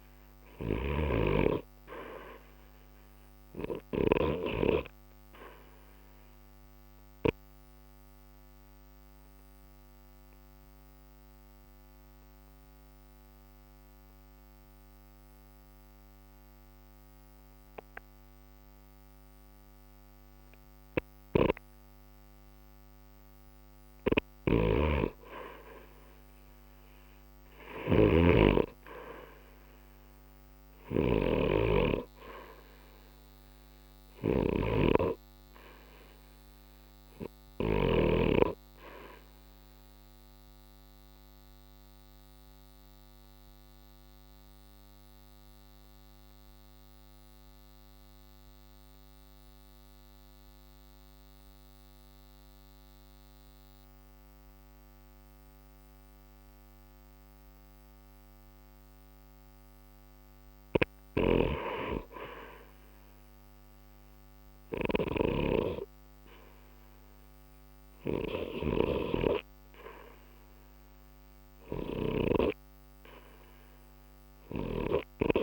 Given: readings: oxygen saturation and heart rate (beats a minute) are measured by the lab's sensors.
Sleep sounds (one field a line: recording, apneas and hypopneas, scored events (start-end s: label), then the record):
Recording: breathing in sleep by a microphone on the trachea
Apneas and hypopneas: 2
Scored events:
0.00-1.00 s: arousal
0.00-47.00 s: oxygen desaturation (device-marked, oxygen 84% lowest, heart rate 60 extreme)
7.00-23.00 s: obstructive apnea (oxygen 97% before, 84% lowest, heart rate 60 before, 60 extreme, up 1 after)
24.00-31.00 s: snoring (device-marked)
25.00-29.00 s: arousal
41.00-58.50 s: obstructive apnea (oxygen 91% before, 82% lowest, heart rate 60 before, 60 extreme, up 0 after)
58.00-67.00 s: oxygen desaturation (device-marked, oxygen 89% before, 85% lowest, heart rate 60 before, 60 extreme)
59.00-63.50 s: arousal
From the record:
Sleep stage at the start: REM sleep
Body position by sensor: on the right side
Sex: male